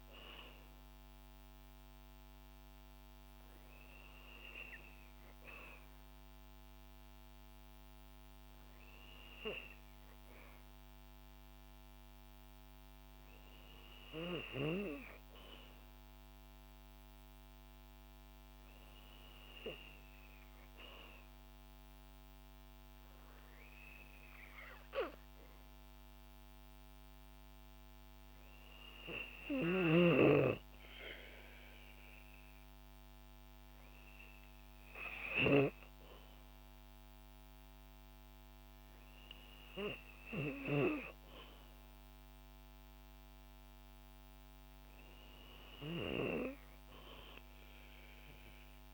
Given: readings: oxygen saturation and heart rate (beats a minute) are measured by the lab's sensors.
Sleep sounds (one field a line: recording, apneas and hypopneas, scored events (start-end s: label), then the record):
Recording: breathing in sleep by a microphone on the trachea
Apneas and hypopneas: none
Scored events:
none scored
From the record:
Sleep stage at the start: N2 (light sleep)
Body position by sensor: on the back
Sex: female